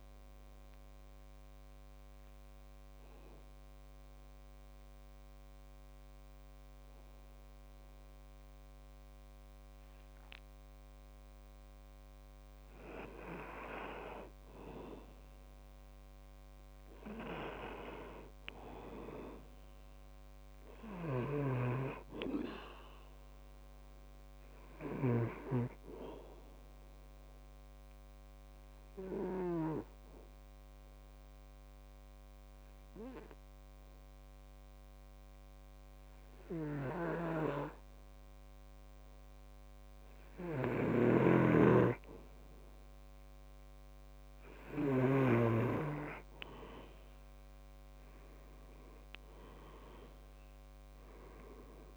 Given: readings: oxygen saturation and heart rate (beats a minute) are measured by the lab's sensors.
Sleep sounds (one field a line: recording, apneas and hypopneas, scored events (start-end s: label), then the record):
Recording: breathing in sleep by a microphone on the trachea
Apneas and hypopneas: 2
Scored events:
0.00-3.00 s: oxygen desaturation (device-marked, oxygen 92% lowest, heart rate 65 extreme)
1.00-13.00 s: obstructive apnea (oxygen 96% before, 91% lowest, heart rate 75 before, 65 extreme, up 4 after)
15.50-19.50 s: arousal
21.00-36.00 s: oxygen desaturation (device-marked, oxygen 98% before, 93% lowest, heart rate 67 before, 65 extreme)
21.50-25.50 s: snoring (device-marked)
27.00-40.50 s: obstructive apnea (oxygen 98% before, 91% lowest, heart rate 67 before, 65 extreme, up 4 after)
41.00-45.50 s: snoring (device-marked)
42.50-45.00 s: arousal
47.00-51.96 s: oxygen desaturation (device-marked, oxygen 97% before, 91% lowest, heart rate 67 before, 67 extreme)
From the record:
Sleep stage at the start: N2 (light sleep)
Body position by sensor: on the back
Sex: male